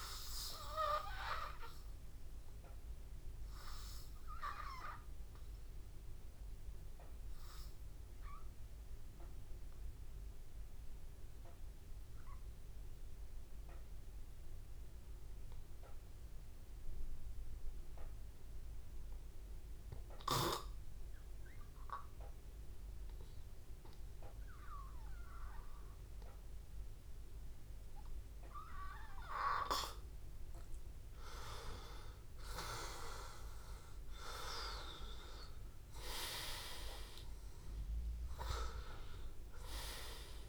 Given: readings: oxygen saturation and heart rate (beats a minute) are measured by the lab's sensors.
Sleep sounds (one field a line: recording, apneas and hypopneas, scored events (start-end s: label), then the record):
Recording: breathing in sleep by a room microphone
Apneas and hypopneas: 1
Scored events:
0.00-9.50 s: oxygen desaturation (device-marked, oxygen 92% lowest, heart rate 83 extreme)
3.50-19.00 s: hypopnea (oxygen 97% before, 90% lowest, heart rate 84 before, 83 extreme, up 1 after)
21.50-25.00 s: arousal
35.50-40.49 s: oxygen desaturation (device-marked, oxygen 95% before, 90% lowest, heart rate 84 before, 84 extreme)
From the record:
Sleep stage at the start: N2 (light sleep)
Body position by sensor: on the back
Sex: male